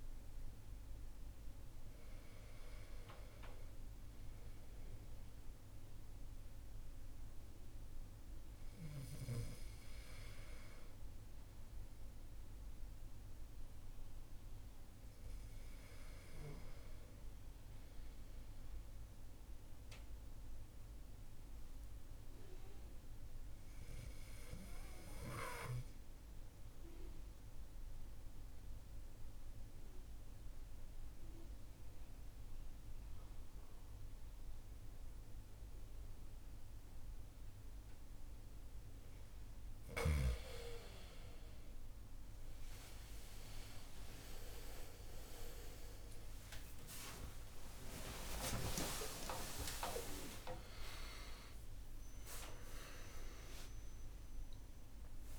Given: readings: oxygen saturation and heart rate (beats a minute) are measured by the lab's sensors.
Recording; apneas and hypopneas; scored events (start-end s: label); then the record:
breathing in sleep by a room microphone; 1
16.50-37.50 s: obstructive apnea (oxygen 97% before, 92% lowest)
42.00-55.39 s: oxygen desaturation (device-marked, oxygen 96% before, 92% lowest)
42.50-48.50 s: arousal
From the record:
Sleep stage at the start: N2 (light sleep); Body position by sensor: on the back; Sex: male